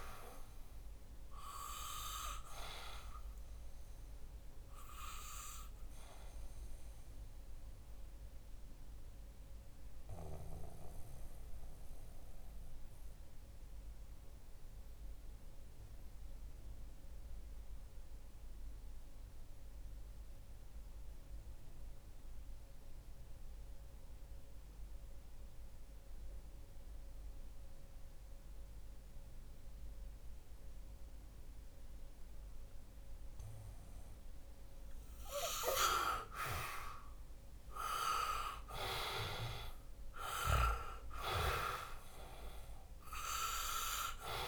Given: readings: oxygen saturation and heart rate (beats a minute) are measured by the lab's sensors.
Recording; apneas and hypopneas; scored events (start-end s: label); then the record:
breathing in sleep by a room microphone; 1
6.50-34.00 s: obstructive apnea (oxygen 97% before, 89% lowest, heart rate 66 before, 59 extreme, up 4 after)
15.00-25.00 s: oxygen desaturation (device-marked, oxygen 94% before, 91% lowest, heart rate 64 before, 63 extreme)
38.00-42.50 s: arousal
39.00-44.48 s: oxygen desaturation (device-marked, oxygen 98% before, 89% lowest, heart rate 63 before, 59 extreme)
From the record:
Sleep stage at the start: N2 (light sleep); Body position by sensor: on the back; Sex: male